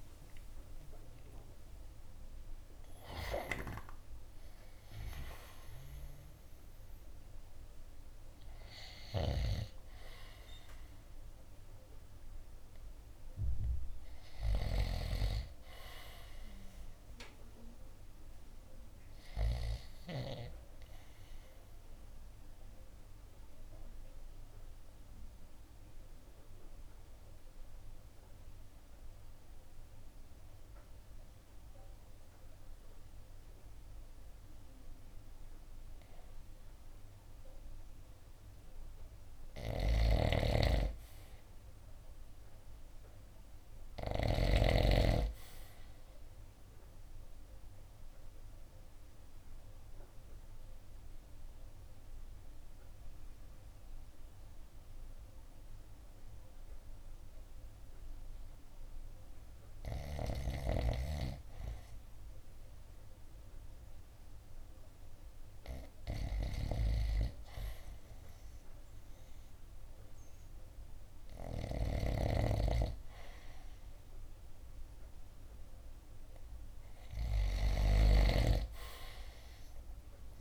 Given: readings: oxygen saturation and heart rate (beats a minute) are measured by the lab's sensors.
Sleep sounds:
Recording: breathing in sleep by a room microphone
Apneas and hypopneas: 2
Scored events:
0.00-11.00 s: drop in pulse transit time (device-marked, heart rate 75 extreme)
0.00-23.00 s: oxygen desaturation (device-marked, oxygen 73% lowest, heart rate 56 extreme)
22.00-39.00 s: obstructive apnea (oxygen 89% before, 77% lowest, heart rate 77 before, 56 extreme, up 13 after)
39.50-44.50 s: snoring (device-marked)
41.00-44.00 s: arousal
42.00-54.00 s: drop in pulse transit time (device-marked, heart rate 63 before, 63 extreme)
47.00-59.50 s: obstructive apnea (oxygen 96% before, 77% lowest, heart rate 61 before, 57 extreme, up 5 after)
47.00-73.00 s: oxygen desaturation (device-marked, oxygen 94% before, 80% lowest, heart rate 61 before, 56 extreme)
62.50-67.00 s: arousal
74.00-80.41 s: drop in pulse transit time (device-marked, heart rate 61 before, 66 extreme)
75.00-80.41 s: oxygen desaturation (device-marked, oxygen 88% before, 77% lowest, heart rate 61 before, 56 extreme)
From the record:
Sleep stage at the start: REM sleep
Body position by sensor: on the right side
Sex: male

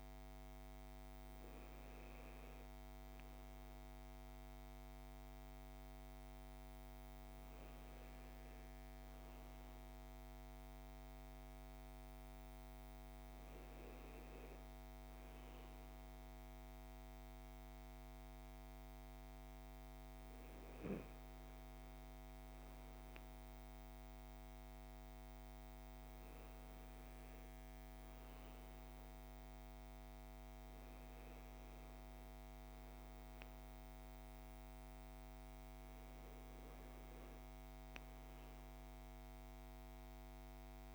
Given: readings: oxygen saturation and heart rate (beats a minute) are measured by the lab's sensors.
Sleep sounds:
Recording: breathing in sleep, hard to hear, by a microphone on the trachea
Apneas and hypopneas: none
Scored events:
none scored
From the record:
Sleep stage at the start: N1 (lightest sleep)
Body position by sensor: on the back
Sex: male

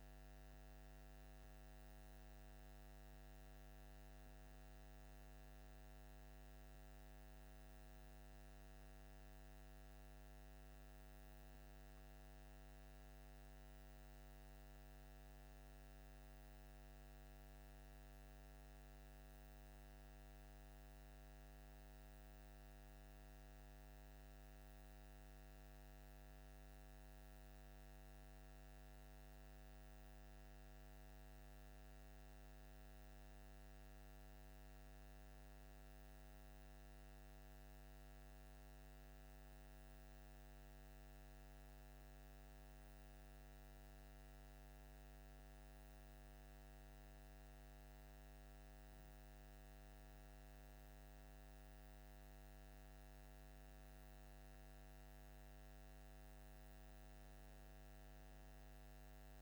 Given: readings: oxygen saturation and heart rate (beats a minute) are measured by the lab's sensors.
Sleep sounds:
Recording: breathing in sleep, hard to hear, by a microphone on the trachea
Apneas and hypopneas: none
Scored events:
none scored
From the record:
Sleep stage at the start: N2 (light sleep)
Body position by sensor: on the left side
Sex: male

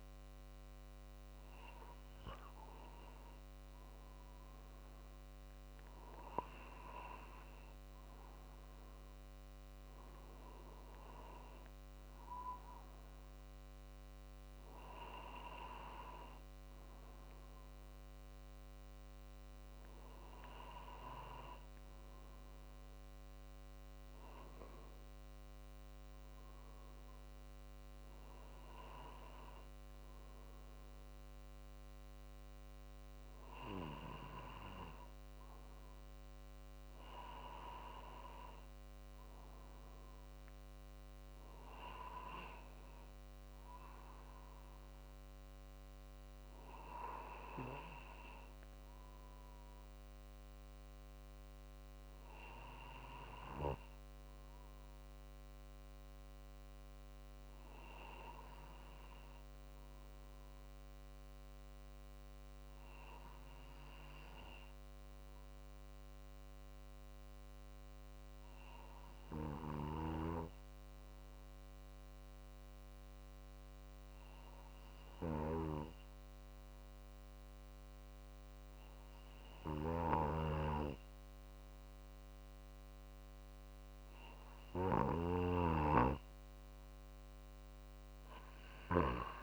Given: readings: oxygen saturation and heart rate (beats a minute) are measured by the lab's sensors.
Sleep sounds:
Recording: breathing in sleep by a microphone on the trachea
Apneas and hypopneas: none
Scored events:
9.00-12.50 s: arousal
87.00-89.43 s: drop in pulse transit time (device-marked, heart rate 50 before, 51 extreme)
From the record:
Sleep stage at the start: N2 (light sleep)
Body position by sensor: on the right side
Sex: male

